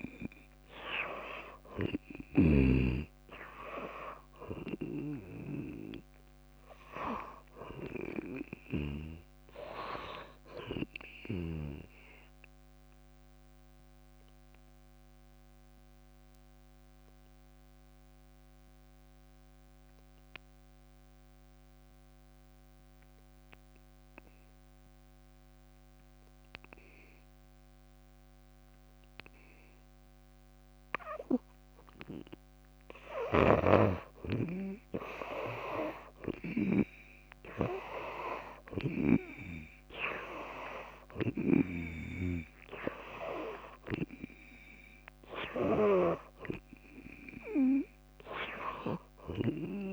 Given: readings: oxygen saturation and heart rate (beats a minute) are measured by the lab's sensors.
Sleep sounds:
breathing in sleep by a microphone on the trachea; 1
0.00-15.50 s: oxygen desaturation (device-marked, oxygen 82% lowest, heart rate 57 extreme)
8.50-10.50 s: long interval between heartbeats (device-marked, heart rate 65 before, 80 extreme)
13.00-31.50 s: obstructive apnea (oxygen 97% before, 82% lowest, heart rate 69 before, 57 extreme, up 18 after)
31.50-49.93 s: oxygen desaturation (device-marked, oxygen 96% before, 82% lowest, heart rate 63 before, 56 extreme)
33.00-39.00 s: snoring (device-marked)
34.50-39.00 s: arousal
34.50-49.50 s: drop in pulse transit time (device-marked, heart rate 60 before, 67 extreme)
44.00-46.00 s: long interval between heartbeats (device-marked, heart rate 67 before, 87 extreme)
From the record:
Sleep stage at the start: N2 (light sleep); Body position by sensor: on the back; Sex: female

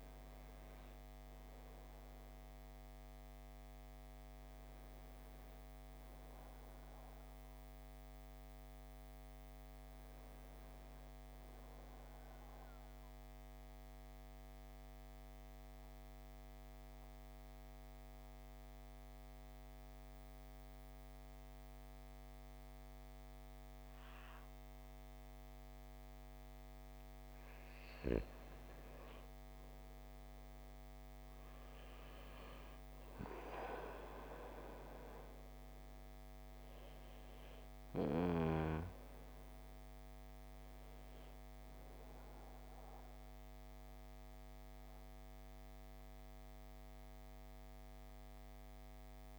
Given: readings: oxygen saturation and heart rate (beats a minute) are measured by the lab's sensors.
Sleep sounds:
breathing in sleep by a microphone on the trachea; 1
0.00-11.00 s: oxygen desaturation (device-marked, oxygen 89% lowest, heart rate 51 extreme)
12.00-27.50 s: mixed apnea (oxygen 97% before, 88% lowest, heart rate 58 before, 51 extreme, up 12 after)
28.50-34.00 s: arousal
33.00-49.39 s: oxygen desaturation (device-marked, oxygen 96% before, 88% lowest, heart rate 54 before, 52 extreme)
From the record:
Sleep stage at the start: N2 (light sleep); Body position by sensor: on the back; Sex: male

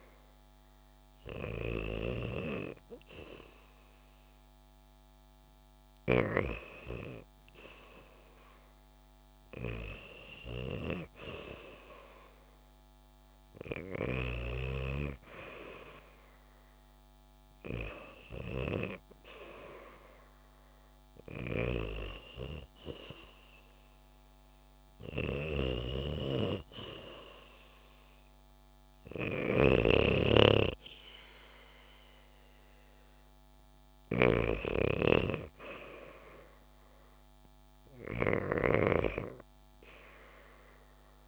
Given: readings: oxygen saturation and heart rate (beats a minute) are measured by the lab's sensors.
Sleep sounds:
breathing in sleep by a microphone on the trachea; none
29.50-34.50 s: snoring (device-marked)
From the record:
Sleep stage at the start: N2 (light sleep); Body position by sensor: on the back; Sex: female

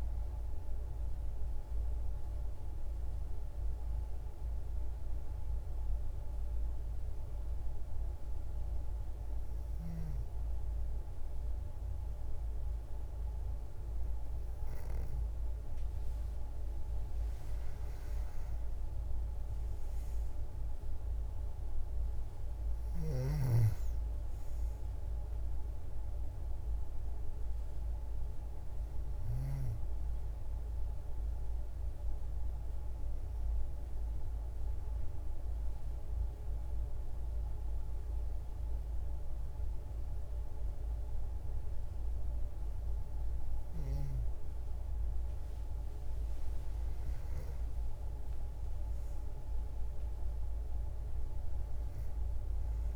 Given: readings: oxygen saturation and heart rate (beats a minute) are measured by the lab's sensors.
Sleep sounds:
breathing in sleep, hard to hear, by a room microphone; 2
3.50-16.00 s: hypopnea (oxygen 95% before, 92% lowest, heart rate 97 before, 54 extreme, up 26 after)
18.50-23.00 s: arousal
30.50-43.50 s: hypopnea (oxygen 96% before, 92% lowest, heart rate 72 before, 52 extreme)
47.00-51.50 s: arousal
From the record:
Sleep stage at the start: N2 (light sleep); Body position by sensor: on the back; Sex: female

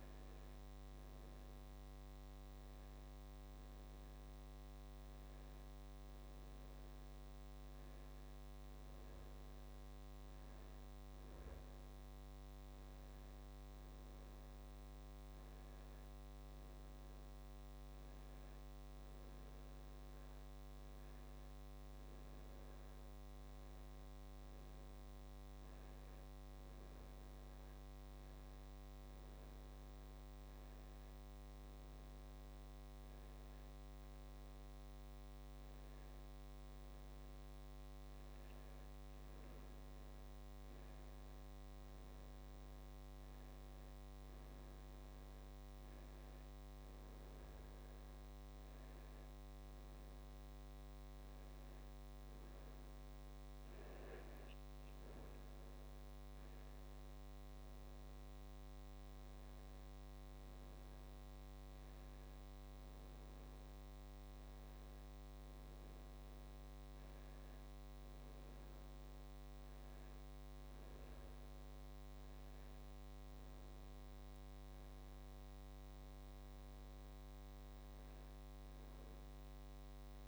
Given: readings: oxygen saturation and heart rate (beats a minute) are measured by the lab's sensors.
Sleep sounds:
a person awake in a sleep study, hard to hear, by a microphone on the trachea; none
none scored
From the record:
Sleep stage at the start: awake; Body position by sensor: on the back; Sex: male

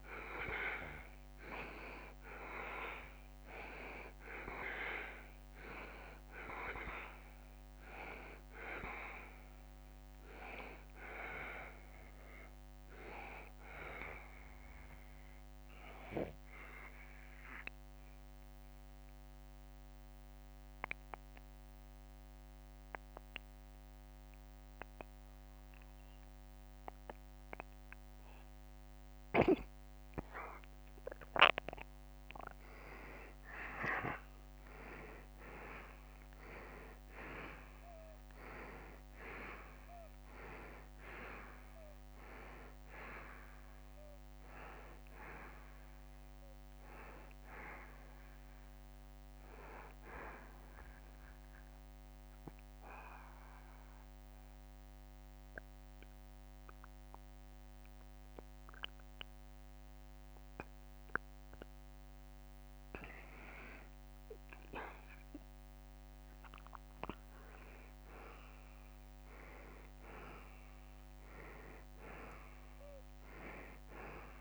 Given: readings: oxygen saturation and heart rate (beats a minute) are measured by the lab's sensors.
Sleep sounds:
breathing in sleep by a microphone on the trachea; 2
3.50-20.50 s: oxygen desaturation (device-marked, oxygen 95% before, 90% lowest, heart rate 72 before, 70 extreme)
11.50-30.00 s: obstructive apnea (oxygen 95% before, 88% lowest, heart rate 73 before, 70 extreme, up 4 after)
32.50-37.00 s: arousal
36.50-56.50 s: oxygen desaturation (device-marked, oxygen 95% before, 88% lowest, heart rate 71 before, 69 extreme)
50.50-61.50 s: obstructive apnea (oxygen 95% before, 85% lowest, heart rate 73 before, 69 extreme, up 4 after)
65.50-69.50 s: arousal
72.50-74.41 s: oxygen desaturation (device-marked, oxygen 95% before, 90% lowest, heart rate 72 before, 69 extreme)
From the record:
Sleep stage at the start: N2 (light sleep); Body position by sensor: on the back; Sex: male

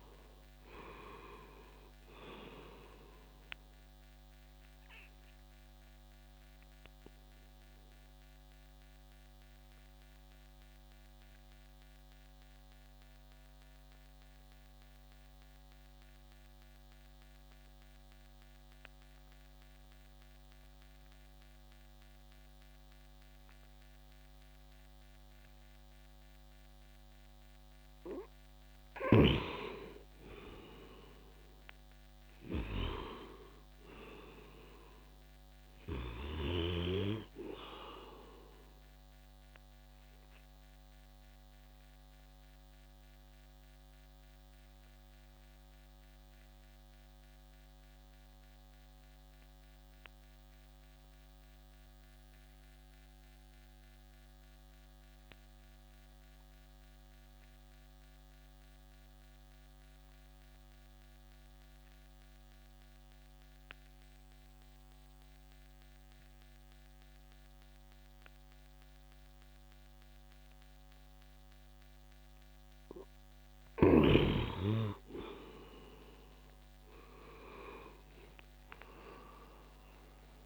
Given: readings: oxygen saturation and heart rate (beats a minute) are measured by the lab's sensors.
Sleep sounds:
breathing in sleep by a microphone on the trachea; 2
0.00-24.50 s: oxygen desaturation (device-marked, oxygen 87% lowest, heart rate 58 extreme)
3.50-28.50 s: obstructive apnea (oxygen 97% before, 87% lowest, heart rate 67 before, 58 extreme, up 8 after)
30.00-33.50 s: arousal
40.00-73.50 s: obstructive apnea (oxygen 99% before, 87% lowest, heart rate 68 before, 61 extreme, up 17 after)
40.50-57.50 s: oxygen desaturation (device-marked, oxygen 97% before, 92% lowest, heart rate 68 before, 61 extreme)
70.50-80.46 s: oxygen desaturation (device-marked, oxygen 98% before, 87% lowest, heart rate 63 before, 62 extreme)
76.00-80.00 s: arousal
From the record:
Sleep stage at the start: N2 (light sleep); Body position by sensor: on the back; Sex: male

